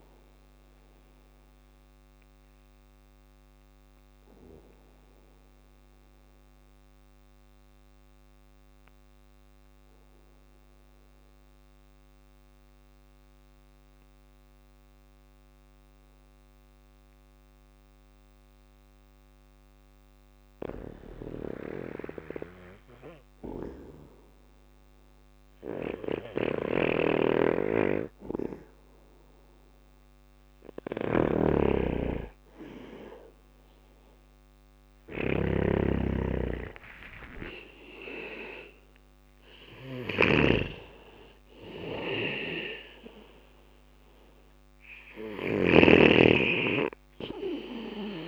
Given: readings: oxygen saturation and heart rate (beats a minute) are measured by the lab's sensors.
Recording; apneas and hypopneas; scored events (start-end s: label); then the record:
breathing in sleep by a microphone on the trachea; 1
0.00-1.50 s: drop in pulse transit time (device-marked, heart rate 60 extreme)
0.00-14.50 s: oxygen desaturation (device-marked, oxygen 90% lowest, heart rate 57 extreme)
2.00-20.50 s: obstructive apnea (oxygen 100% before, 90% lowest, heart rate 59 before, 57 extreme, up 1 after)
14.50-26.50 s: bradycardia (device-marked, heart rate 61 before, 57 extreme)
25.00-44.50 s: snoring (device-marked)
32.00-36.00 s: arousal
32.50-41.50 s: oxygen desaturation (device-marked, oxygen 98% before, 94% lowest, heart rate 59 before, 54 extreme)
34.50-46.50 s: drop in pulse transit time (device-marked, heart rate 59 before, 62 extreme)
From the record:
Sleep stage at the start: REM sleep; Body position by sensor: on the back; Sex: male